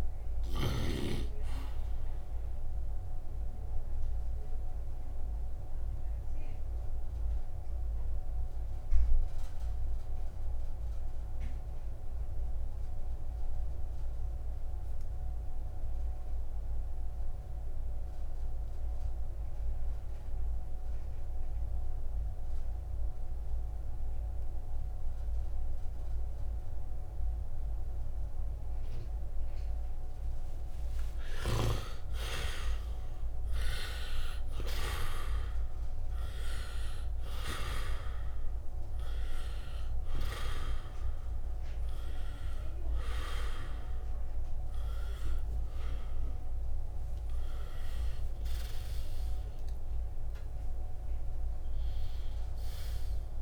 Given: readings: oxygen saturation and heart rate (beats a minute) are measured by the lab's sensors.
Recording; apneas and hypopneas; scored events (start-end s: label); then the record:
breathing in sleep by a room microphone; 1
3.50-31.00 s: obstructive apnea (oxygen 100% before, 81% lowest, heart rate 68 before, 51 extreme, up 5 after)
7.00-19.00 s: oxygen desaturation (device-marked, oxygen 100% before, 92% lowest, heart rate 67 before, 51 extreme)
24.00-53.42 s: oxygen desaturation (device-marked, oxygen 98% before, 81% lowest, heart rate 65 before, 51 extreme)
31.00-35.00 s: snoring (device-marked)
32.50-37.00 s: arousal
From the record:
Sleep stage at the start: N2 (light sleep); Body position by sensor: on the right side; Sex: male